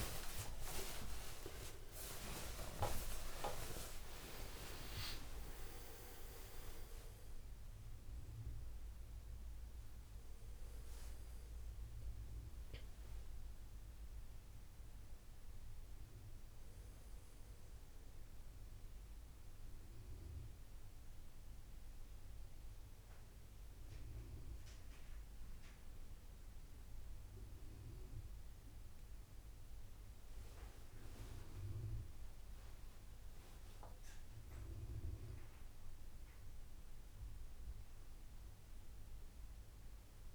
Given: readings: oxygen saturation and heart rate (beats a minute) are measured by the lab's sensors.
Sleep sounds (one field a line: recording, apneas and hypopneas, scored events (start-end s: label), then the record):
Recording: a person awake in a sleep study, by a room microphone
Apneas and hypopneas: none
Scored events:
0.00-11.00 s: oxygen desaturation (device-marked, oxygen 87% lowest, heart rate 78 extreme)
39.00-40.35 s: new sleep stage, N1 (lightest sleep)
From the record:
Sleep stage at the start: awake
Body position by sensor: on the back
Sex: male